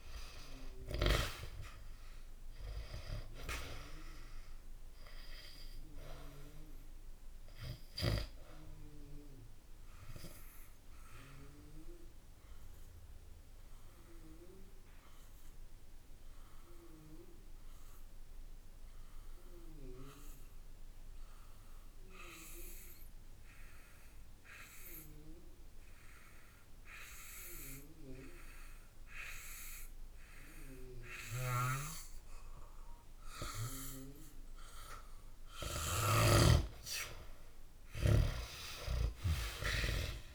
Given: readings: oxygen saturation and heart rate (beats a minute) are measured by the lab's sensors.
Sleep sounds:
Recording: breathing in sleep by a room microphone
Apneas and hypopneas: 1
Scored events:
0.00-1.50 s: arousal
0.50-20.50 s: oxygen desaturation (device-marked, oxygen 94% before, 89% lowest, heart rate 67 before, 59 extreme)
8.50-36.00 s: obstructive apnea (oxygen 95% before, 88% lowest, heart rate 67 before, 59 extreme, up 9 after)
31.00-36.00 s: snoring (device-marked)
37.50-40.35 s: oxygen desaturation (device-marked, oxygen 96% before, 88% lowest, heart rate 65 before, 60 extreme)
38.00-40.35 s: arousal
From the record:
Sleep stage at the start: N2 (light sleep)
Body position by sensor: on the back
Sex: male

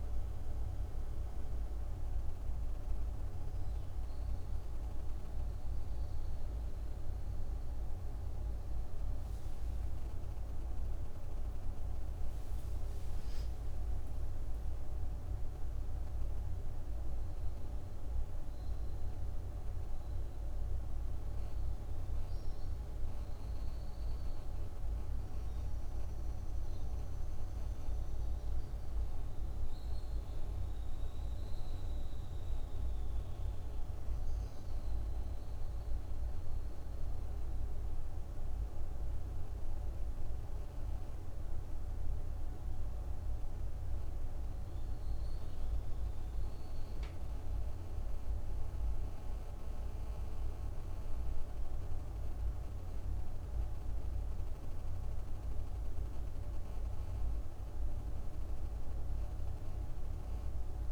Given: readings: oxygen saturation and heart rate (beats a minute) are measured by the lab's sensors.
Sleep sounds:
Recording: breathing in sleep, hard to hear, by a room microphone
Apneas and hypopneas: none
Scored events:
10.50-15.00 s: arousal
43.00-60.92 s: new sleep stage, N2 (light sleep)
From the record:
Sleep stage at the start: N1 (lightest sleep)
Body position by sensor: on the back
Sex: female

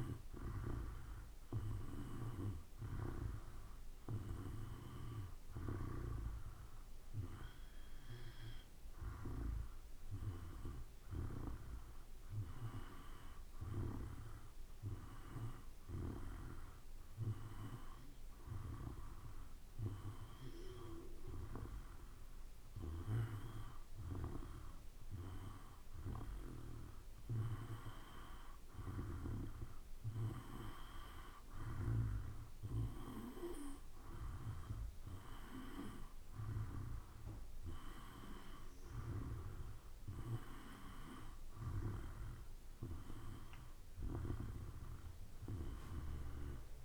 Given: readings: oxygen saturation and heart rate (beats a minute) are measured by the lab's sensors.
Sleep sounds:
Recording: breathing in sleep by a room microphone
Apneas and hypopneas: 1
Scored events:
0.00-12.50 s: oxygen desaturation (device-marked, oxygen 89% lowest, heart rate 54 extreme)
14.00-27.50 s: hypopnea (oxygen 94% before, 92% lowest, heart rate 57 before, 55 extreme, up 3 after)
29.50-33.50 s: arousal
From the record:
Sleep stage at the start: N2 (light sleep)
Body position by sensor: on the back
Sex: male

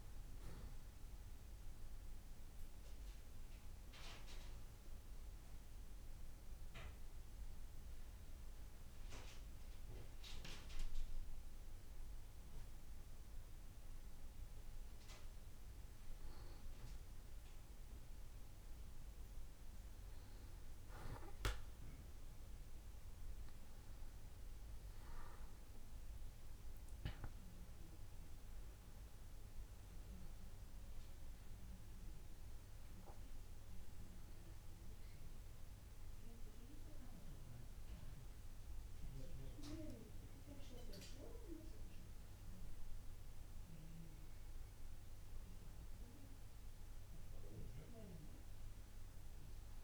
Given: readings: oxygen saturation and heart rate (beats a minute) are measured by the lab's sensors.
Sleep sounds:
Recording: breathing in sleep by a room microphone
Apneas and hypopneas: none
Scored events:
none scored
From the record:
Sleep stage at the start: N2 (light sleep)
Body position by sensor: on the back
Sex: male

